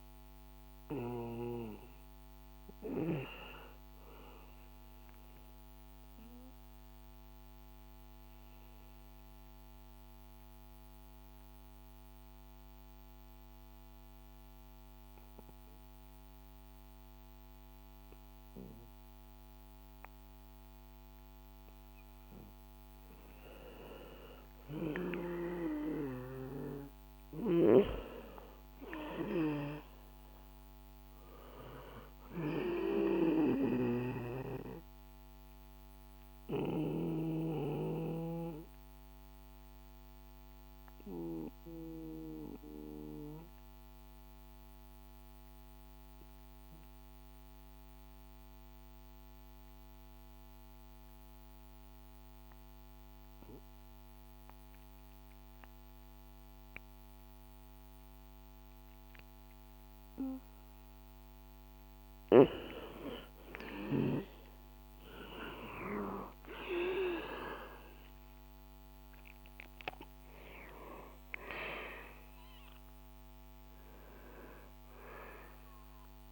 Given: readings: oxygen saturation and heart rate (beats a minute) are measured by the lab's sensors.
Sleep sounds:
breathing in sleep by a microphone on the trachea; 2
0.00-13.50 s: oxygen desaturation (device-marked, oxygen 93% lowest, heart rate 62 extreme)
4.00-23.50 s: mixed apnea (oxygen 98% before, 93% lowest, heart rate 65 before, 61 extreme, up 5 after)
26.00-30.50 s: arousal
27.50-49.50 s: oxygen desaturation (device-marked, oxygen 98% before, 94% lowest, heart rate 64 before, 61 extreme)
36.00-61.50 s: obstructive apnea (oxygen 98% before, 92% lowest, heart rate 65 before, 61 extreme, up 7 after)
60.50-72.50 s: oxygen desaturation (device-marked, oxygen 97% before, 93% lowest, heart rate 64 before, 61 extreme)
63.50-68.00 s: arousal
From the record:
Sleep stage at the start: N2 (light sleep); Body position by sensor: on the back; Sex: male

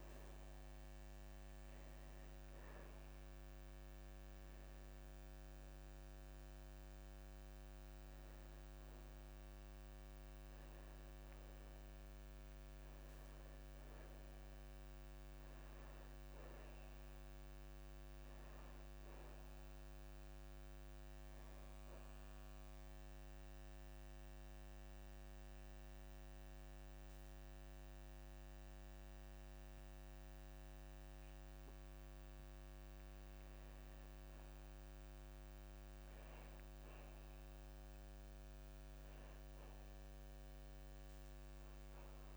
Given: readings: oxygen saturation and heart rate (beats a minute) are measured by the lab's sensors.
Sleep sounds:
a person partly awake in a sleep study, hard to hear, by a microphone on the trachea; 1
0.00-18.50 s: oxygen desaturation (device-marked, oxygen 85% lowest)
0.50-2.50 s: long interval between heartbeats (device-marked, heart rate 57 before, 28 extreme)
9.00-11.00 s: long interval between heartbeats (device-marked)
9.50-39.50 s: new sleep stage, N1 (lightest sleep)
13.00-15.00 s: long interval between heartbeats (device-marked, heart rate 37 before, 43 extreme)
18.50-20.50 s: long interval between heartbeats (device-marked)
23.00-33.50 s: central apnea (oxygen 99% before, 87% lowest)
29.00-31.00 s: long interval between heartbeats (device-marked)
36.00-38.50 s: arousal
39.50-42.37 s: new sleep stage, N2 (light sleep)
From the record:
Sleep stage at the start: awake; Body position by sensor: on the back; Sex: male

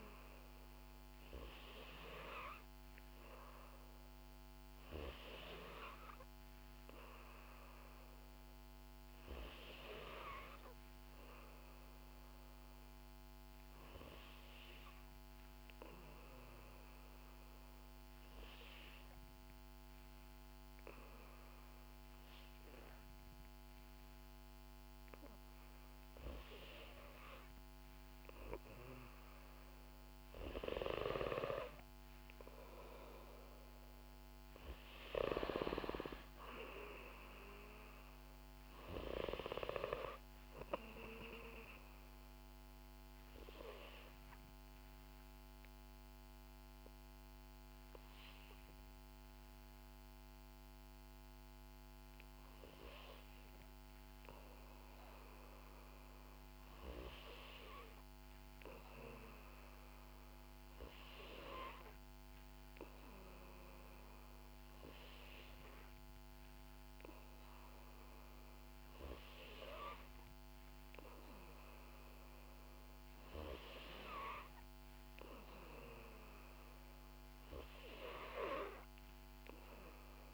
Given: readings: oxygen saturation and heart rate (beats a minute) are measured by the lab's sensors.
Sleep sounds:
breathing in sleep by a microphone on the trachea; 2
16.00-27.50 s: obstructive apnea (oxygen 93% before, 90% lowest, heart rate 62 before, 56 extreme, up 2 after)
31.50-34.50 s: arousal
41.00-52.50 s: obstructive apnea (oxygen 92% before, 90% lowest, heart rate 61 before, 56 extreme, up 6 after)
55.00-59.00 s: arousal
From the record:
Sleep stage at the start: N2 (light sleep); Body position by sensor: on the back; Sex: female

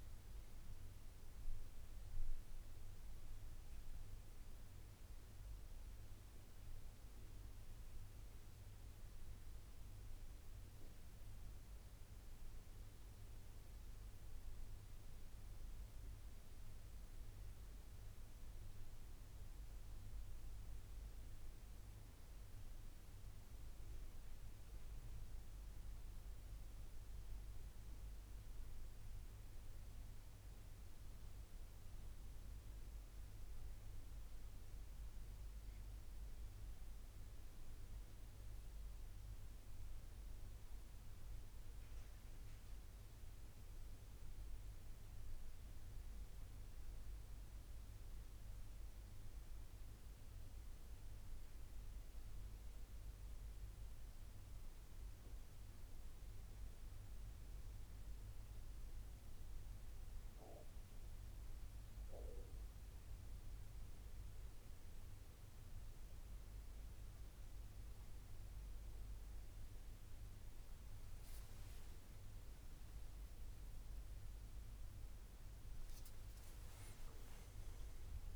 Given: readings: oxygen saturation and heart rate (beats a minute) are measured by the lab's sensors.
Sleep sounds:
breathing in sleep, hard to hear, by a room microphone; 1
13.50-33.50 s: oxygen desaturation (device-marked, oxygen 93% before, 90% lowest, heart rate 80 before, 72 extreme)
14.00-17.50 s: arousal
26.00-36.50 s: central apnea (oxygen 94% before, 89% lowest, heart rate 80 before, 73 extreme, up 8 after)
39.00-43.50 s: arousal
46.50-60.50 s: oxygen desaturation (device-marked, oxygen 94% before, 90% lowest, heart rate 77 before, 73 extreme)
62.50-78.35 s: new sleep stage, N1 (lightest sleep)
73.00-78.00 s: arousal
From the record:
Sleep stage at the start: N2 (light sleep); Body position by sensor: on the right side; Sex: male

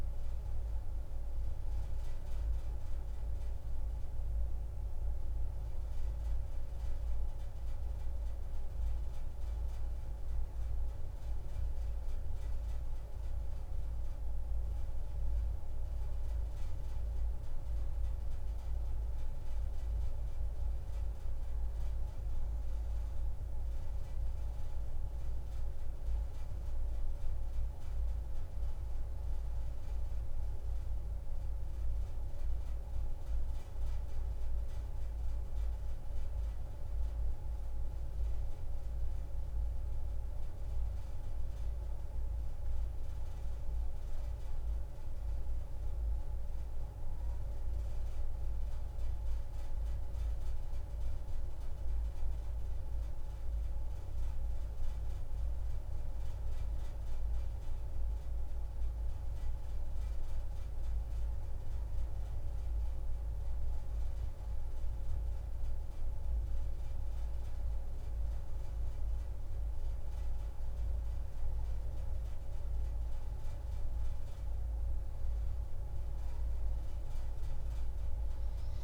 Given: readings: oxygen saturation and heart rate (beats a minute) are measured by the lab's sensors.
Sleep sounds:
breathing in sleep, hard to hear, by a room microphone; none
75.50-78.83 s: arousal
From the record:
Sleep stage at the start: N2 (light sleep); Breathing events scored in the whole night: 282 in 4.2 hours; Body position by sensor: on the back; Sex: female

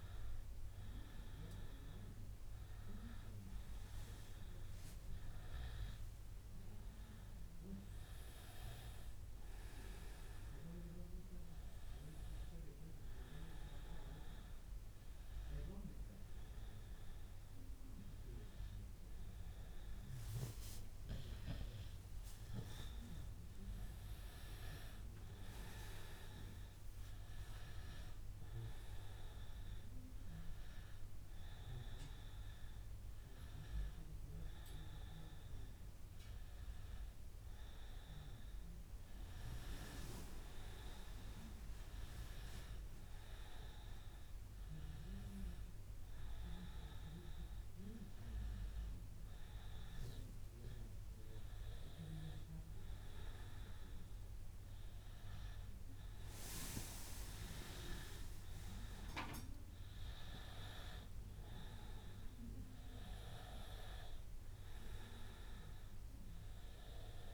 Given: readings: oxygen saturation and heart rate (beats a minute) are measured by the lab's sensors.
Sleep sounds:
a person partly awake in a sleep study, by a room microphone; none
11.50-67.34 s: new sleep stage, N1 (lightest sleep)
From the record:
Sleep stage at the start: awake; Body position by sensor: on the back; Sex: male

